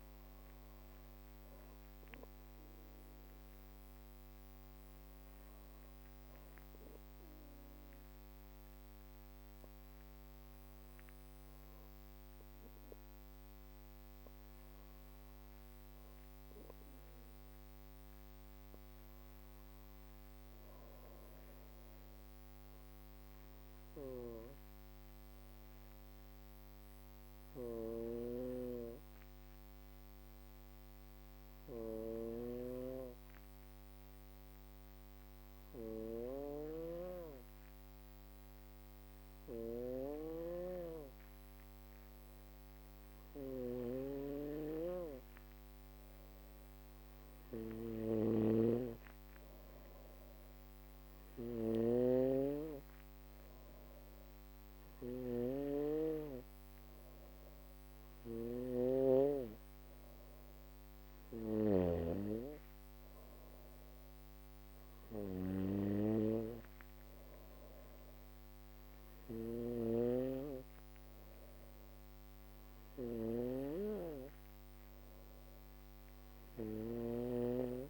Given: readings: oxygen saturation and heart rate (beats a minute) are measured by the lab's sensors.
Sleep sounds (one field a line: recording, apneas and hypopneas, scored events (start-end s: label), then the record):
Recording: breathing in sleep by a microphone on the trachea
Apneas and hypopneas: 1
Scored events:
5.00-43.50 s: obstructive apnea (oxygen 98% before, 95% lowest, heart rate 54 before, 52 extreme, up 5 after)
27.00-31.50 s: snoring (device-marked)
42.50-77.90 s: snoring (device-marked)
45.00-48.50 s: arousal
47.00-57.00 s: drop in pulse transit time (device-marked, heart rate 60 before, 61 extreme)
From the record:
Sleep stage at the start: N2 (light sleep)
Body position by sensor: on the back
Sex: female